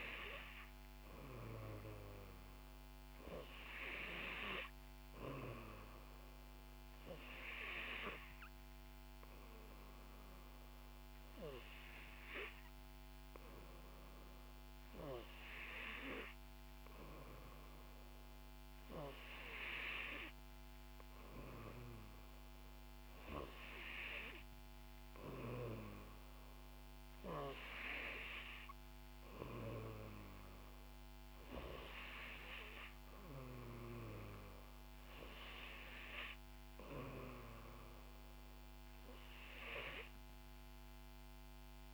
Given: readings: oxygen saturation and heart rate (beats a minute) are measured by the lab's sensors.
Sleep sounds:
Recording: breathing in sleep by a microphone on the trachea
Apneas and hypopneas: none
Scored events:
none scored
From the record:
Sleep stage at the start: N3 (deep sleep)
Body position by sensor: on the back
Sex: female

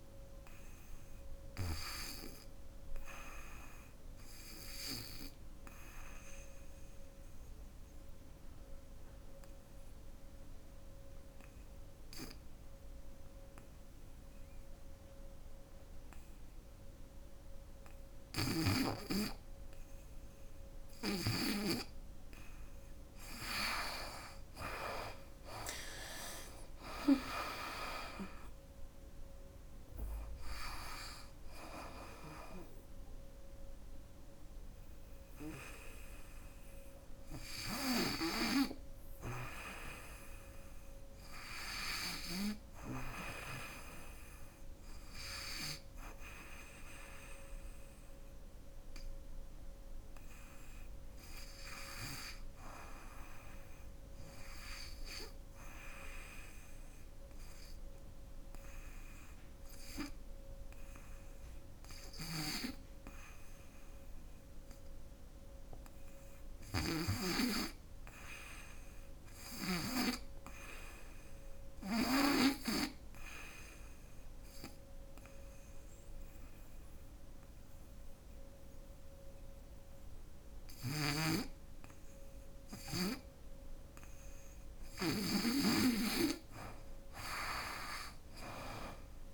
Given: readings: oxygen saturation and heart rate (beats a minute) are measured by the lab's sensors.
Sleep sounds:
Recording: breathing in sleep by a room microphone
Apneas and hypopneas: 3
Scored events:
5.50-19.50 s: obstructive apnea (oxygen 96% before, 89% lowest, heart rate 73 before, 59 extreme, up 27 after)
17.50-21.00 s: snoring (device-marked)
22.00-41.00 s: oxygen desaturation (device-marked, oxygen 94% before, 89% lowest, heart rate 67 before, 67 extreme)
22.50-27.00 s: arousal
47.00-59.50 s: hypopnea (oxygen 93% before, 90% lowest, heart rate 87 before, 67 extreme, up 5 after)
61.00-66.50 s: snoring (device-marked)
62.50-65.50 s: arousal
65.00-74.00 s: oxygen desaturation (device-marked, oxygen 98% before, 95% lowest, heart rate 74 before, 67 extreme)
72.50-85.00 s: hypopnea (oxygen 100% before, 90% lowest, heart rate 71 before, 67 extreme, up 23 after)
80.00-84.50 s: snoring (device-marked)
81.00-89.34 s: oxygen desaturation (device-marked, oxygen 96% before, 90% lowest, heart rate 73 before, 64 extreme)
87.50-89.34 s: arousal
From the record:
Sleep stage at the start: N2 (light sleep)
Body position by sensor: on the back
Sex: female

